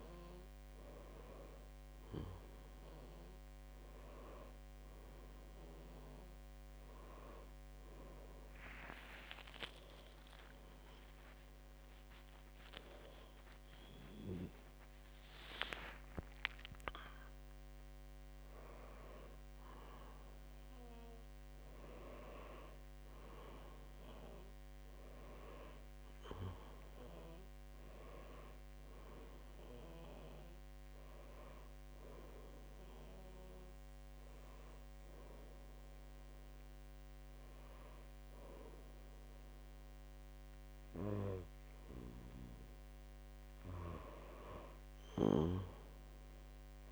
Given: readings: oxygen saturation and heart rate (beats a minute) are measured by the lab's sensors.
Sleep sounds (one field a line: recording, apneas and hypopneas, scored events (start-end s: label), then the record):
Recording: a person awake in a sleep study, by a microphone on the trachea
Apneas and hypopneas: none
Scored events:
18.50-46.92 s: new sleep stage, awake
From the record:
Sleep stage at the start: N2 (light sleep)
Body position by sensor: on the back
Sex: female